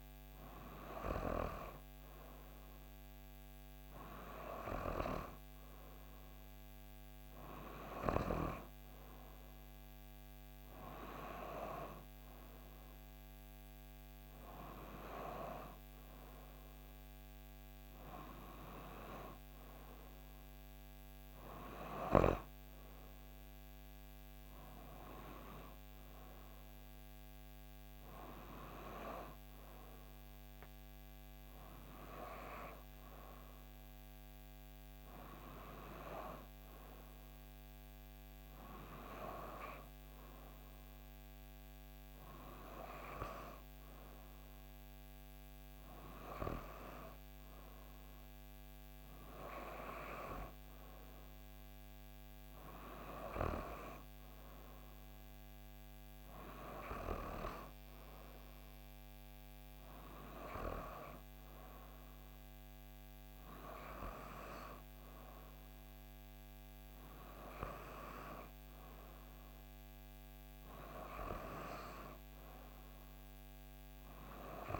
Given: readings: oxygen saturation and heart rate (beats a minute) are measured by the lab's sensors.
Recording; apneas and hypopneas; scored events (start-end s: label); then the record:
breathing in sleep by a microphone on the trachea; none
none scored
From the record:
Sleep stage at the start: N2 (light sleep); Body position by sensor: on the back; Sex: female